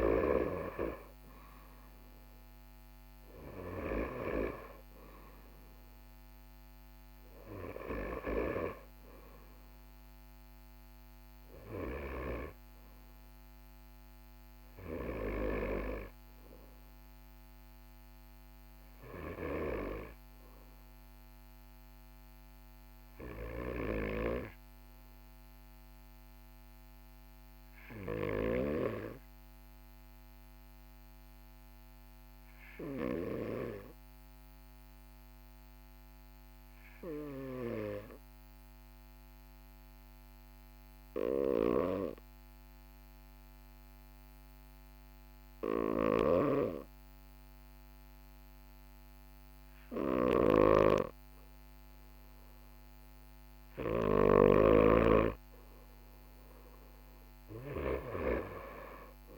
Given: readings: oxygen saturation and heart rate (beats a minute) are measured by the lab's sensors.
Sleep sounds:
breathing in sleep by a microphone on the trachea; 1
32.00-52.00 s: hypopnea (oxygen 99% before, 94% lowest, heart rate 43 before, 42 extreme, up 1 after)
45.50-54.50 s: snoring (device-marked)
51.00-59.38 s: oxygen desaturation (device-marked, oxygen 98% before, 95% lowest, heart rate 42 before, 42 extreme)
54.50-59.38 s: arousal
From the record:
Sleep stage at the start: N2 (light sleep); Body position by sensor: on the right side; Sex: male

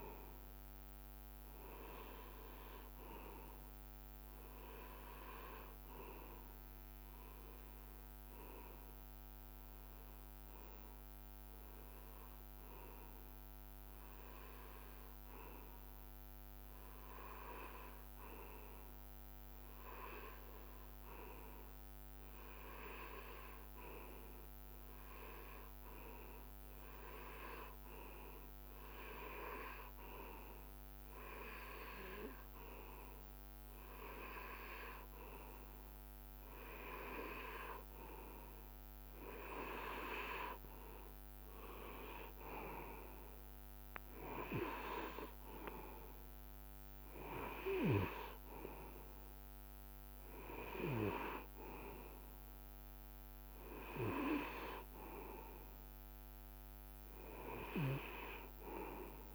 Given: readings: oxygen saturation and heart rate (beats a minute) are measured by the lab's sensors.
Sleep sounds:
breathing in sleep by a microphone on the trachea; 1
5.00-8.50 s: arousal
11.00-36.50 s: hypopnea (oxygen 97% before, 94% lowest, heart rate 72 before, 63 extreme, up 13 after)
42.50-47.00 s: arousal
From the record:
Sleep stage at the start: REM sleep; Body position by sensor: on the right side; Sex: male

